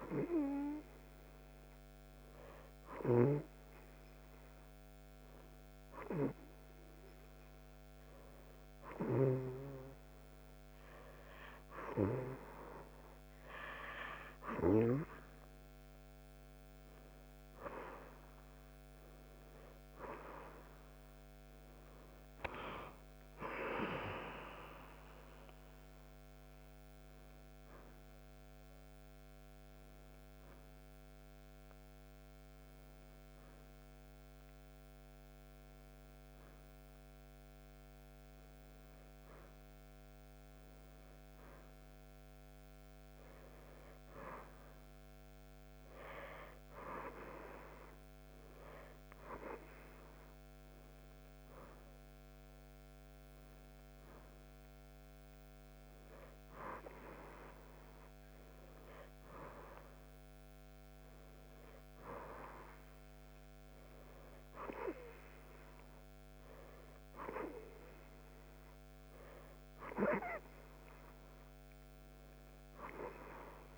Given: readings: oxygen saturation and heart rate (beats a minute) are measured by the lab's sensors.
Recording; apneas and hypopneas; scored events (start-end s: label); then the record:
breathing in sleep by a microphone on the trachea; 1
16.00-20.00 s: arousal
25.50-39.50 s: hypopnea (oxygen 89% before, 88% lowest, heart rate 87 before, 36 extreme)
42.50-46.00 s: arousal
From the record:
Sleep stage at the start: N2 (light sleep); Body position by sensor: on the right side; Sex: female